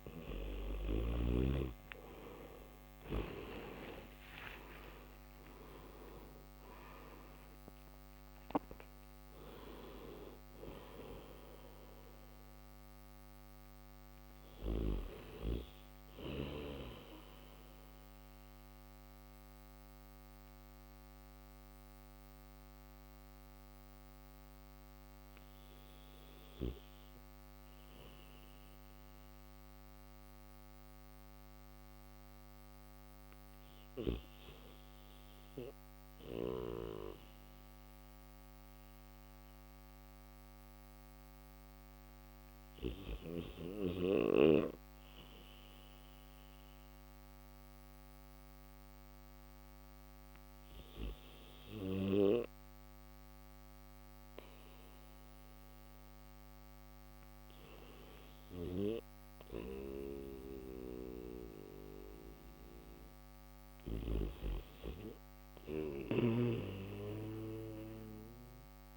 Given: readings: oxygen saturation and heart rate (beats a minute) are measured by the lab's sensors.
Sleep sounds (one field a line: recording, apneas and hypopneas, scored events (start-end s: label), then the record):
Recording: breathing in sleep by a microphone on the trachea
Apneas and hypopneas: none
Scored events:
65.50-68.97 s: snoring (device-marked)
From the record:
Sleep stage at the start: N1 (lightest sleep)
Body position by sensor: on the back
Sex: male